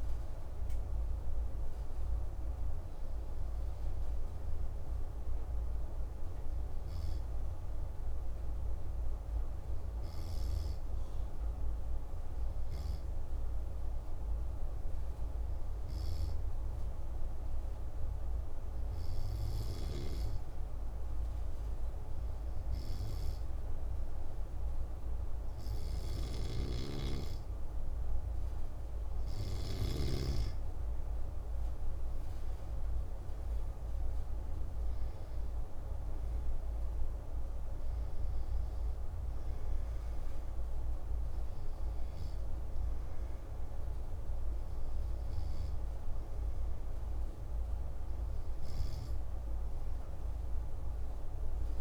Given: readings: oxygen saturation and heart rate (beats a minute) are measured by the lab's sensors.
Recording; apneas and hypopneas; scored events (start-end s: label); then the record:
breathing in sleep, hard to hear, by a room microphone; 1
12.50-28.00 s: obstructive apnea (oxygen 98% before, 95% lowest)
26.00-30.00 s: snoring (device-marked)
32.00-36.50 s: arousal
From the record:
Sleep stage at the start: N2 (light sleep); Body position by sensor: on the back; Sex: male